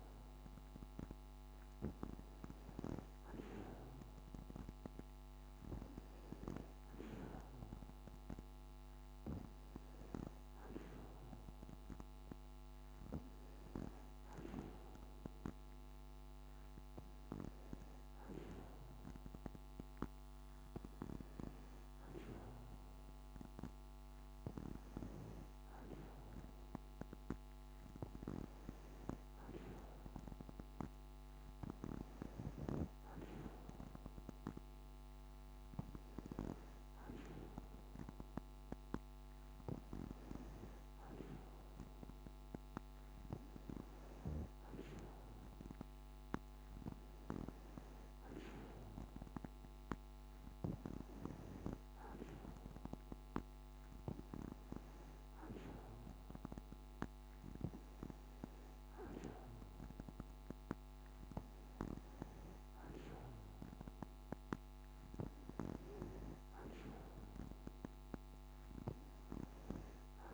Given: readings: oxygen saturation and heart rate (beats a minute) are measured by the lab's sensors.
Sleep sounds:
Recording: breathing in sleep by a microphone on the trachea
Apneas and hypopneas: none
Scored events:
none scored
From the record:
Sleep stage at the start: N2 (light sleep)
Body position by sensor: on the back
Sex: female

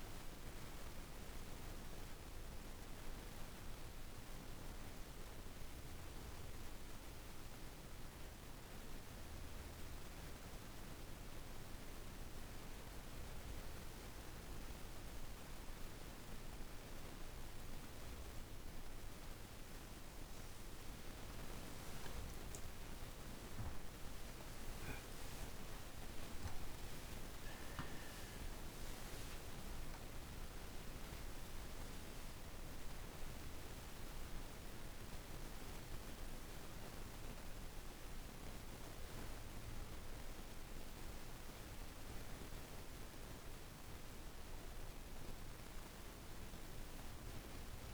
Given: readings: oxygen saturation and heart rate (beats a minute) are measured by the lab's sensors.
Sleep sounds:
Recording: breathing in sleep, hard to hear, by a room microphone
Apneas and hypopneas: none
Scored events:
0.00-15.50 s: oxygen desaturation (device-marked, oxygen 93% lowest, heart rate 50 extreme)
22.00-28.00 s: arousal
From the record:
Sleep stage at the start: N2 (light sleep)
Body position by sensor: on the back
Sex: female

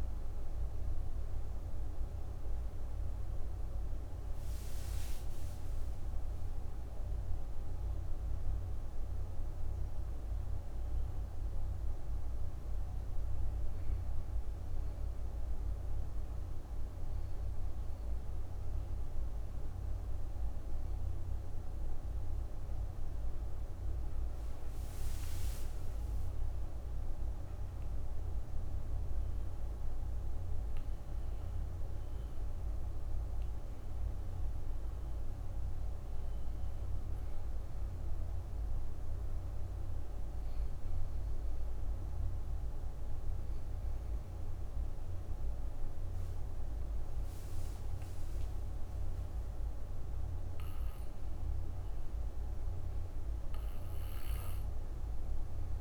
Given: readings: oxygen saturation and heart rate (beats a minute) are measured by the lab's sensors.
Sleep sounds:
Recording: breathing in sleep, hard to hear, by a room microphone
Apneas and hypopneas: 2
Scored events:
0.00-7.00 s: oxygen desaturation (device-marked, oxygen 93% lowest, heart rate 59 extreme)
11.50-24.00 s: obstructive apnea (oxygen 96% before, 90% lowest, heart rate 77 before, 59 extreme, up 11 after)
26.50-31.00 s: arousal
35.00-53.00 s: oxygen desaturation (device-marked, oxygen 97% before, 91% lowest, heart rate 64 before, 63 extreme)
37.50-47.50 s: obstructive apnea (oxygen 97% before, 85% lowest, heart rate 64 before, 63 extreme, up 3 after)
49.00-53.00 s: arousal
From the record:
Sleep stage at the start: N2 (light sleep)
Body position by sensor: on the back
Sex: female

